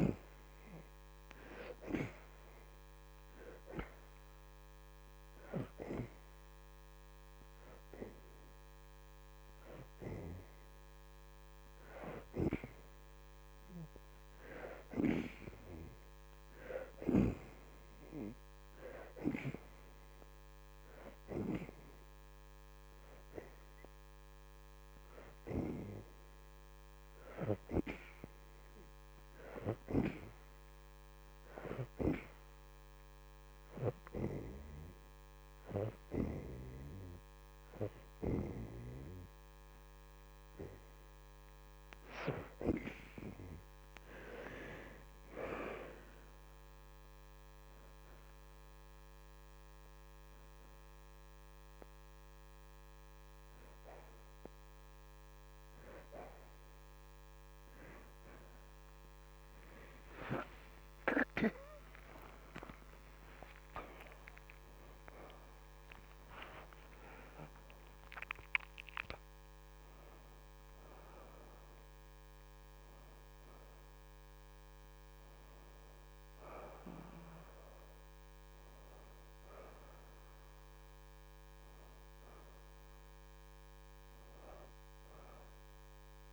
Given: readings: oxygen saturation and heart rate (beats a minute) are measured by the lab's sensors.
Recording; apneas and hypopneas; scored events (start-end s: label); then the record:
breathing in sleep by a microphone on the trachea; 1
10.50-18.50 s: oxygen desaturation (device-marked, oxygen 69% before, 60% lowest, heart rate 87 before, 82 extreme)
26.50-36.50 s: oxygen desaturation (device-marked, oxygen 69% before, 61% lowest, heart rate 86 before, 82 extreme)
32.50-43.50 s: hypopnea (oxygen 69% before, 60% lowest, heart rate 85 before, 82 extreme, up 5 after)
43.50-74.50 s: oxygen desaturation (device-marked, oxygen 70% before, 60% lowest, heart rate 85 before, 63 extreme)
45.50-50.00 s: arousal
61.00-66.00 s: arousal
From the record:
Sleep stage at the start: N2 (light sleep); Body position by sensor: on the back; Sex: female